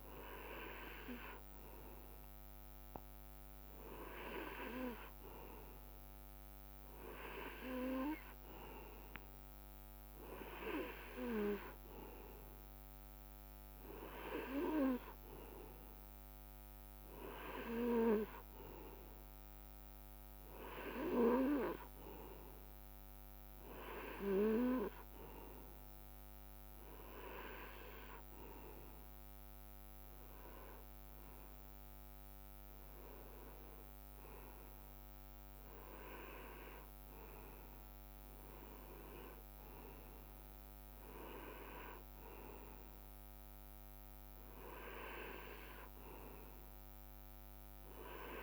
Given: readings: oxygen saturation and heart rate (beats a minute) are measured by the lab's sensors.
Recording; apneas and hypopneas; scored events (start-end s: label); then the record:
breathing in sleep by a microphone on the trachea; none
20.00-22.00 s: long interval between heartbeats (device-marked, heart rate 69 before, 72 extreme)
From the record:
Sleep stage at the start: N2 (light sleep); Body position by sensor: on the right side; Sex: male